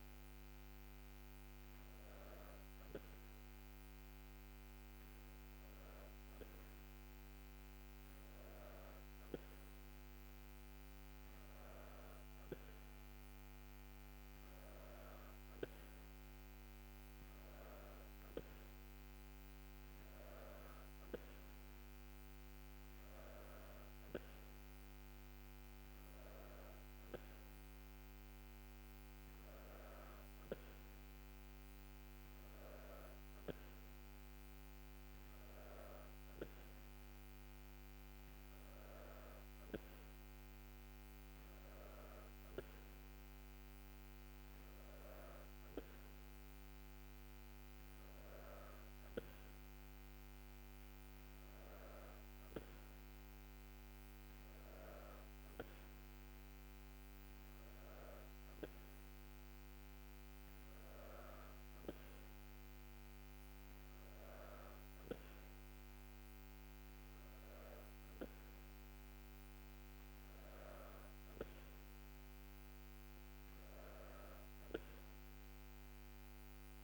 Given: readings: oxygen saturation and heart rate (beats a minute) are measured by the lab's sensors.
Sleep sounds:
breathing in sleep, hard to hear, by a microphone on the trachea; none
none scored
From the record:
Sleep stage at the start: N2 (light sleep); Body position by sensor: on the back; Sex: female

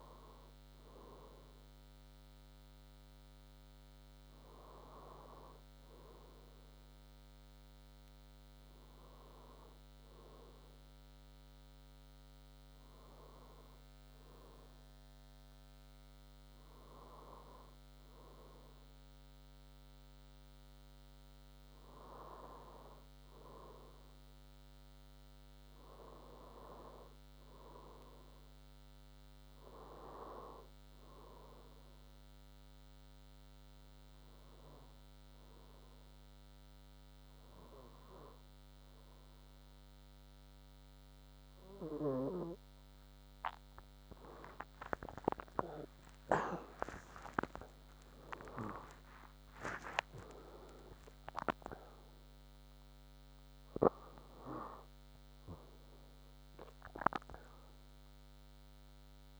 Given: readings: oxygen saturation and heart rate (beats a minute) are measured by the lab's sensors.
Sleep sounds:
breathing in sleep by a microphone on the trachea; none
0.00-2.00 s: bradycardia (device-marked, heart rate 58 extreme)
5.00-18.00 s: bradycardia (device-marked, heart rate 62 before, 55 extreme)
44.50-49.50 s: arousal
46.00-48.00 s: long interval between heartbeats (device-marked, heart rate 64 before, 87 extreme)
48.00-50.00 s: long interval between heartbeats (device-marked, heart rate 67 before, 106 extreme)
51.00-53.00 s: long interval between heartbeats (device-marked, heart rate 75 before, 118 extreme)
From the record:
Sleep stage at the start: N2 (light sleep); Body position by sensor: on the front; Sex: female

